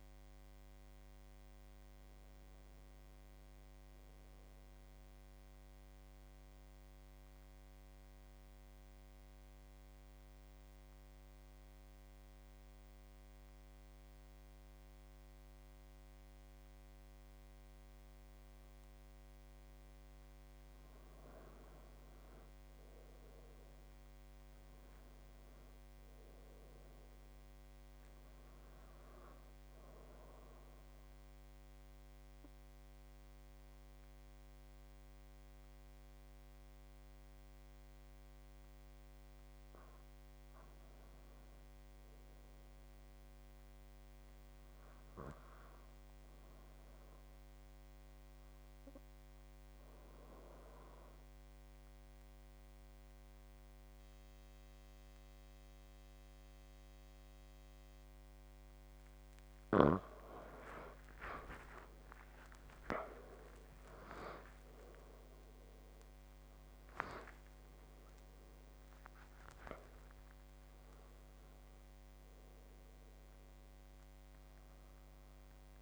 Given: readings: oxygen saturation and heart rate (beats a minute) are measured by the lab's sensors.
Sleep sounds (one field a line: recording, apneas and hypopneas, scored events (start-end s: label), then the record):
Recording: breathing in sleep by a microphone on the trachea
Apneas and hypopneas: 2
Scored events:
0.00-6.00 s: oxygen desaturation (device-marked, oxygen 89% lowest, heart rate 68 extreme)
6.00-21.00 s: central apnea (oxygen 95% before, 86% lowest, heart rate 78 before, 69 extreme, up 15 after)
22.50-25.50 s: arousal
26.00-42.00 s: oxygen desaturation (device-marked, oxygen 95% before, 88% lowest, heart rate 76 before, 76 extreme)
44.00-58.50 s: obstructive apnea (oxygen 95% before, 86% lowest, heart rate 82 before, 79 extreme, up 13 after)
60.00-75.82 s: new sleep stage, awake
65.00-75.82 s: oxygen desaturation (device-marked, oxygen 93% before, 86% lowest, heart rate 81 before, 79 extreme)
From the record:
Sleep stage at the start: N2 (light sleep)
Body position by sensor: on the back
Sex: male